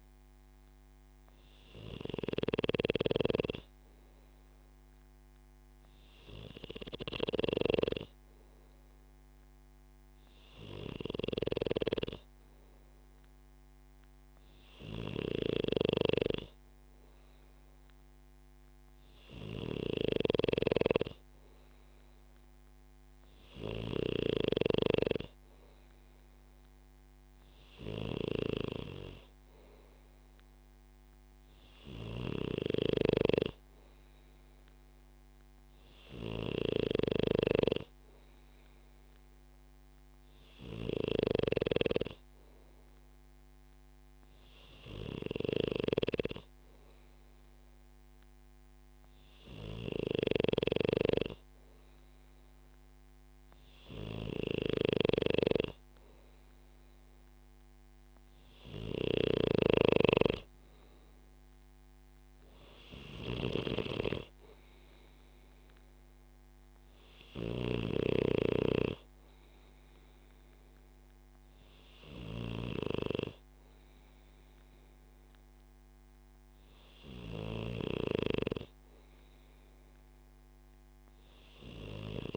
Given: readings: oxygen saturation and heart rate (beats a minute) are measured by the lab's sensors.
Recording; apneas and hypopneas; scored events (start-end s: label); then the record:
breathing in sleep by a microphone on the trachea; none
2.50-24.50 s: snoring (device-marked)
32.00-41.50 s: snoring (device-marked)
50.00-82.37 s: snoring (device-marked)
From the record:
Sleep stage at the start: N2 (light sleep); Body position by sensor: on the back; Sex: male